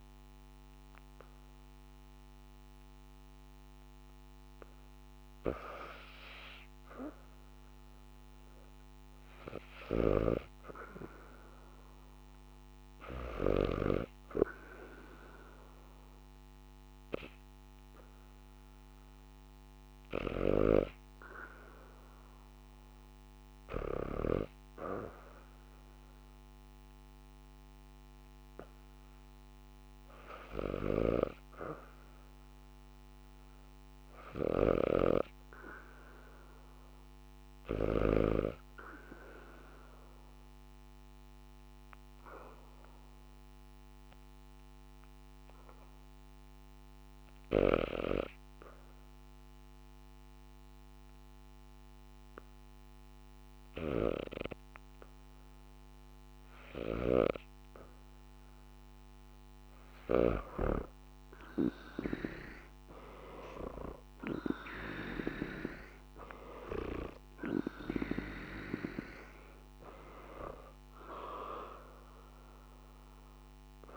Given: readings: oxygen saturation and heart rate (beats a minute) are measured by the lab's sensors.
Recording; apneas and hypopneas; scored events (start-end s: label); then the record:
breathing in sleep by a microphone on the trachea; 1
7.50-38.50 s: oxygen desaturation (device-marked, oxygen 96% before, 86% lowest, heart rate 77 before, 74 extreme)
34.00-38.00 s: snoring (device-marked)
39.00-56.00 s: hypopnea (oxygen 94% before, 79% lowest, heart rate 78 before, 74 extreme, up 1 after)
57.50-73.97 s: oxygen desaturation (device-marked, oxygen 92% before, 79% lowest, heart rate 78 before, 75 extreme)
62.00-66.50 s: arousal
From the record:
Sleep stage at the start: REM sleep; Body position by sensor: on the back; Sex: female